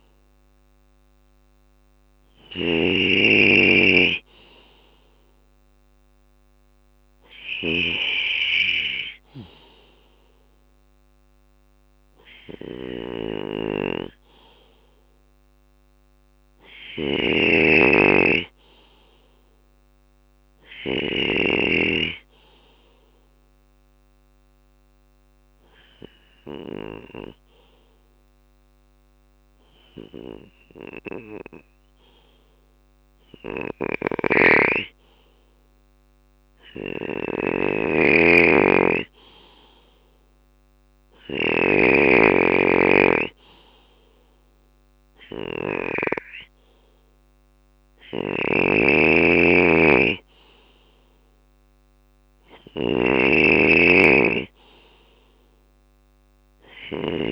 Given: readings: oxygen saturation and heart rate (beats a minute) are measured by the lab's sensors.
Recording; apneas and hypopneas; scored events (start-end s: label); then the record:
breathing in sleep by a microphone on the trachea; 1
0.00-20.50 s: snoring (device-marked)
13.50-17.00 s: arousal
23.00-37.00 s: obstructive apnea (oxygen 97% before, 95% lowest, heart rate 65 before, 62 extreme, up 3 after)
33.00-45.00 s: snoring (device-marked)
38.50-42.00 s: arousal
47.00-57.32 s: snoring (device-marked)
From the record:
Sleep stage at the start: N2 (light sleep); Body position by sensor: on the left side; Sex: male